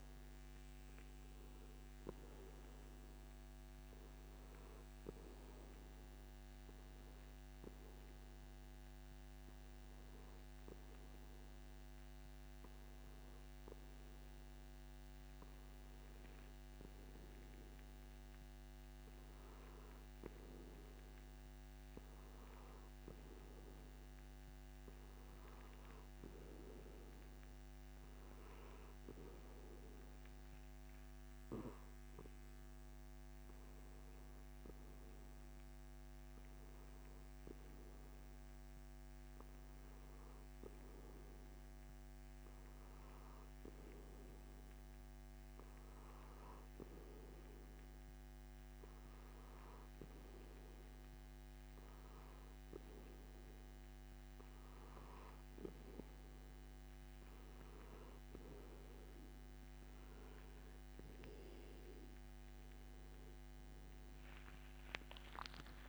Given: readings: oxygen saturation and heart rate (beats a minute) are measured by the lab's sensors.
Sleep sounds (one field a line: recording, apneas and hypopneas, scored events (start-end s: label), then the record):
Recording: breathing in sleep, hard to hear, by a microphone on the trachea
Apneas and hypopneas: none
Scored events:
none scored
From the record:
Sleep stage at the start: N2 (light sleep)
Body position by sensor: on the back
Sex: male